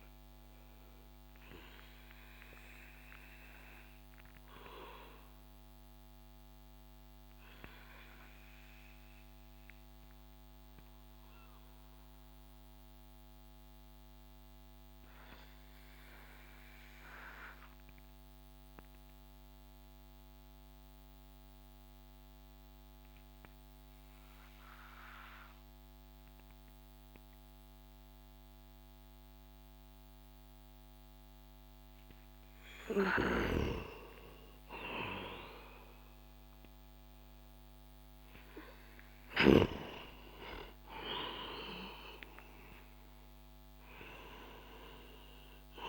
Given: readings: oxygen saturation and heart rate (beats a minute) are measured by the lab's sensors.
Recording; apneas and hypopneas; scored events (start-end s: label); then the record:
breathing in sleep by a microphone on the trachea; 1
1.50-32.50 s: obstructive apnea (oxygen 98% before, 89% lowest)
14.50-30.50 s: oxygen desaturation (device-marked, oxygen 93% before, 89% lowest)
32.50-39.00 s: snoring (device-marked)
33.50-37.00 s: arousal
From the record:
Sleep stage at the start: N2 (light sleep); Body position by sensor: on the back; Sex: male